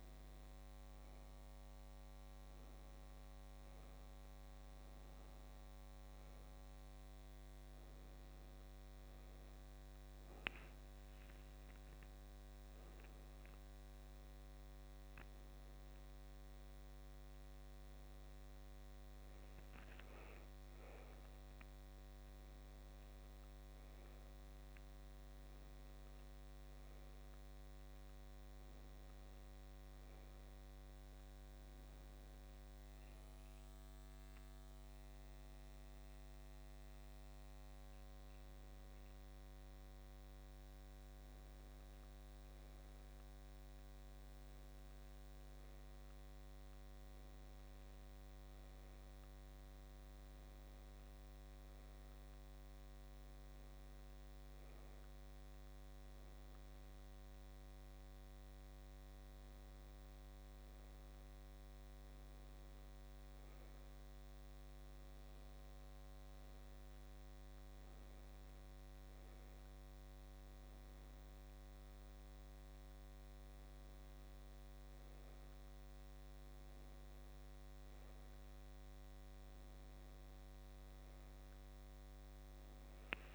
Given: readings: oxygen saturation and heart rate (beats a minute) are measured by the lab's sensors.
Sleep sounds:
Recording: breathing in sleep, hard to hear, by a microphone on the trachea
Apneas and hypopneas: none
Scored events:
10.50-14.50 s: arousal
53.00-83.34 s: new sleep stage, N1 (lightest sleep)
From the record:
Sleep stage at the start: N2 (light sleep)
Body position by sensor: on the back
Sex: female

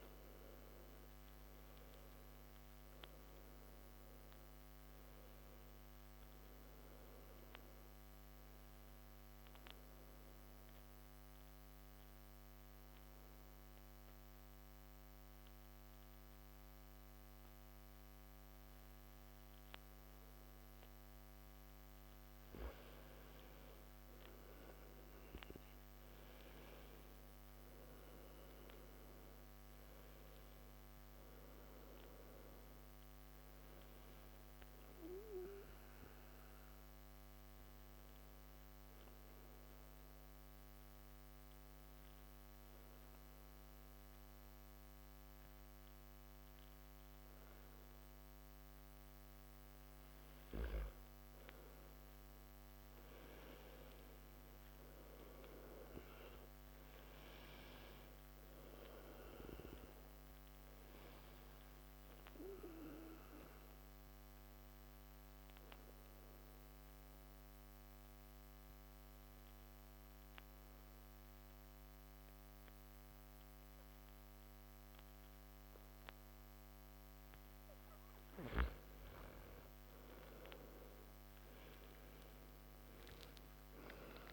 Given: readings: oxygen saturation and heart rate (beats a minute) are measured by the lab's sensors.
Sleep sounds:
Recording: breathing in sleep by a microphone on the trachea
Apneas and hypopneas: 3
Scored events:
0.00-2.00 s: arousal
4.00-22.00 s: oxygen desaturation (device-marked, oxygen 93% before, 87% lowest)
9.50-21.00 s: obstructive apnea (oxygen 94% before, 87% lowest)
24.00-28.50 s: arousal
31.00-50.00 s: oxygen desaturation (device-marked, oxygen 96% before, 88% lowest)
34.50-49.50 s: obstructive apnea (oxygen 96% before, 88% lowest)
51.50-55.50 s: arousal
61.00-76.00 s: oxygen desaturation (device-marked, oxygen 96% before, 89% lowest)
61.50-76.50 s: obstructive apnea (oxygen 96% before, 89% lowest)
80.50-84.33 s: arousal
From the record:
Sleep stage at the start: N2 (light sleep)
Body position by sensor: on the back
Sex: male

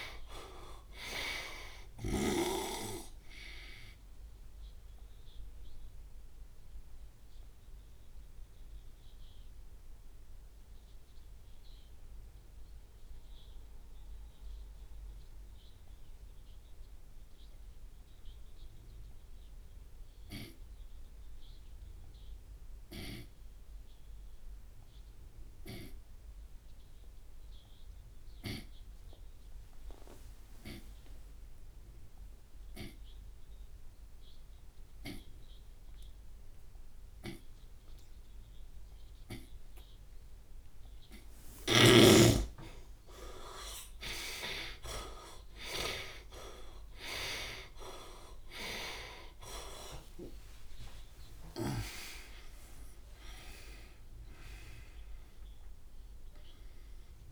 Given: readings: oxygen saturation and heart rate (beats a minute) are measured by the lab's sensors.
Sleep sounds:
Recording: breathing in sleep by a room microphone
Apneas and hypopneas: 1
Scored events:
0.00-2.50 s: snoring (device-marked)
6.50-39.00 s: obstructive apnea (oxygen 97% before, 84% lowest)
18.00-22.00 s: oxygen desaturation (device-marked, oxygen 97% before, 94% lowest)
45.00-47.00 s: long interval between heartbeats (device-marked)
47.00-49.00 s: drop in pulse transit time (device-marked)
47.50-53.00 s: arousal
49.00-56.00 s: oxygen desaturation (device-marked, oxygen 97% before, 94% lowest)
From the record:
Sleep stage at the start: N2 (light sleep)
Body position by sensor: on the right side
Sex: male

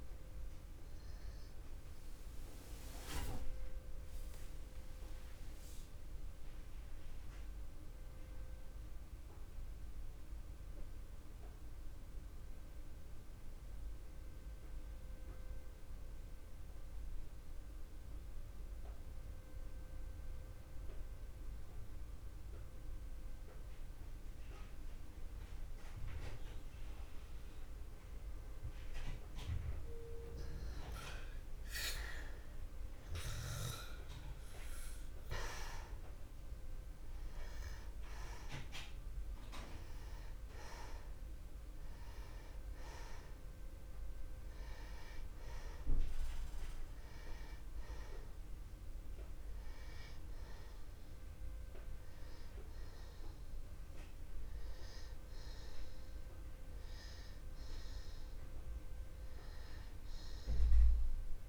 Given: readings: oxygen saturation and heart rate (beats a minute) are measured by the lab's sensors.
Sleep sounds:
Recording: breathing in sleep by a room microphone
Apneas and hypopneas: 1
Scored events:
0.00-13.50 s: oxygen desaturation (device-marked, oxygen 86% lowest, heart rate 60 extreme)
5.00-30.50 s: mixed apnea (oxygen 96% before, 82% lowest, heart rate 61 before, 60 extreme, up 1 after)
32.00-36.50 s: arousal
36.50-61.49 s: oxygen desaturation (device-marked, oxygen 98% before, 82% lowest, heart rate 60 before, 60 extreme)
From the record:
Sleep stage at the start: N2 (light sleep)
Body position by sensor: on the back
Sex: male

